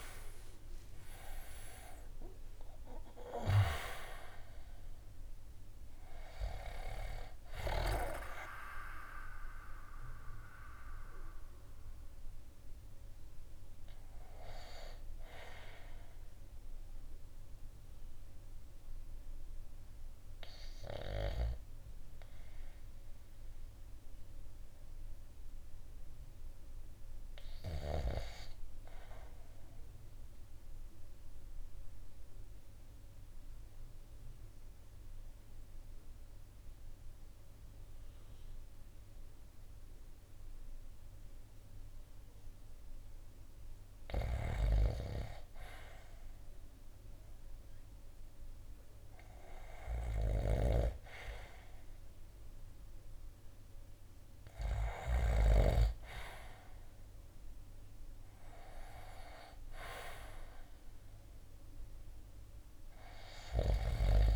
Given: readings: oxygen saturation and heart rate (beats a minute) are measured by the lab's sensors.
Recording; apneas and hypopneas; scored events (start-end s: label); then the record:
breathing in sleep by a room microphone; 1
0.00-13.00 s: drop in pulse transit time (device-marked, heart rate 59 extreme)
0.00-34.00 s: oxygen desaturation (device-marked, oxygen 79% lowest, heart rate 53 extreme)
29.50-43.00 s: obstructive apnea (oxygen 92% before, 83% lowest, heart rate 58 before, 53 extreme, up 5 after)
45.50-51.00 s: arousal
50.00-55.50 s: snoring (device-marked)
From the record:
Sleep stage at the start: REM sleep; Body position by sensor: on the right side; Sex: male